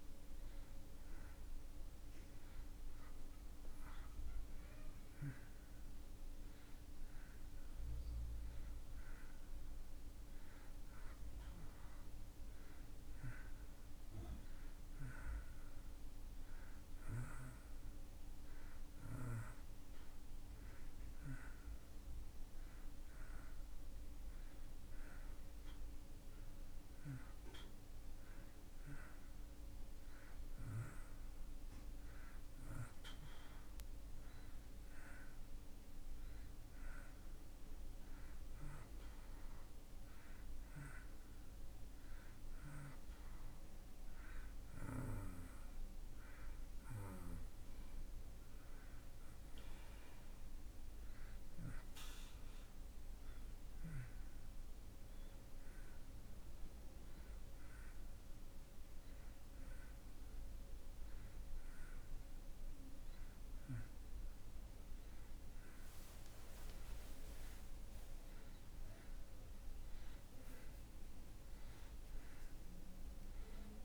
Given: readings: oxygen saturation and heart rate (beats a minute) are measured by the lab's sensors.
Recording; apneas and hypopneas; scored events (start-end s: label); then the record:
breathing in sleep by a room microphone; none
71.00-73.84 s: arousal
From the record:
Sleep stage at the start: N2 (light sleep); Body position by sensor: on the back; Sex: male